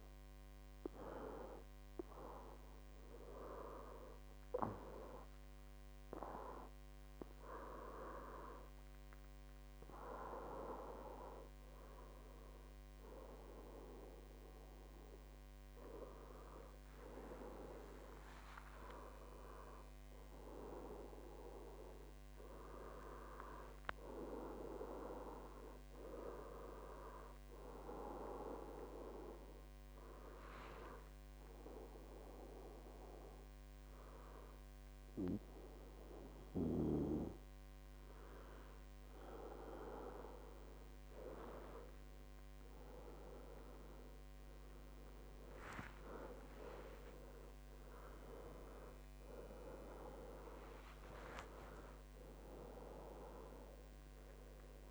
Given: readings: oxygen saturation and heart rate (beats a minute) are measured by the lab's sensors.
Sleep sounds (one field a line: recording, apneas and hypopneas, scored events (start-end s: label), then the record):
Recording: a person partly awake in a sleep study, by a microphone on the trachea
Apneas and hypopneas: 1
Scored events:
0.00-11.00 s: oxygen desaturation (device-marked, oxygen 94% lowest, heart rate 65 extreme)
1.00-3.00 s: long interval between heartbeats (device-marked, heart rate 75 before, 66 extreme)
22.00-52.00 s: new sleep stage, N1 (lightest sleep)
28.00-41.00 s: obstructive apnea (oxygen 99% before, 93% lowest, heart rate 73 before, 62 extreme, up 10 after)
43.50-47.00 s: arousal
52.00-54.91 s: new sleep stage, N2 (light sleep)
From the record:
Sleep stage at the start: awake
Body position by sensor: on the back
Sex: male